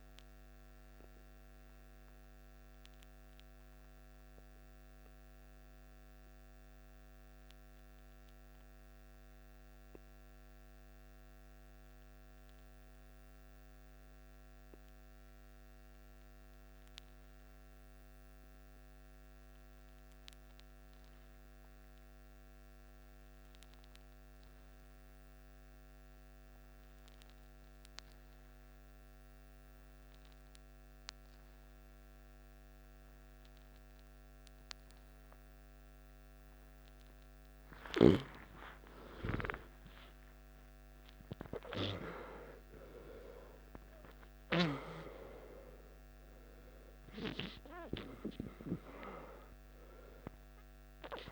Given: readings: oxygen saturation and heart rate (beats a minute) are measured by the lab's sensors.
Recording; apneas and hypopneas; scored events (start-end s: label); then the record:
breathing in sleep by a microphone on the trachea; 1
7.50-36.50 s: obstructive apnea (oxygen 96% before, 89% lowest, heart rate 60 before, 52 extreme, up 11 after)
27.50-51.32 s: oxygen desaturation (device-marked, oxygen 97% before, 89% lowest, heart rate 53 before, 53 extreme)
38.00-42.00 s: arousal
From the record:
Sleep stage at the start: N2 (light sleep); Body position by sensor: on the back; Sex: male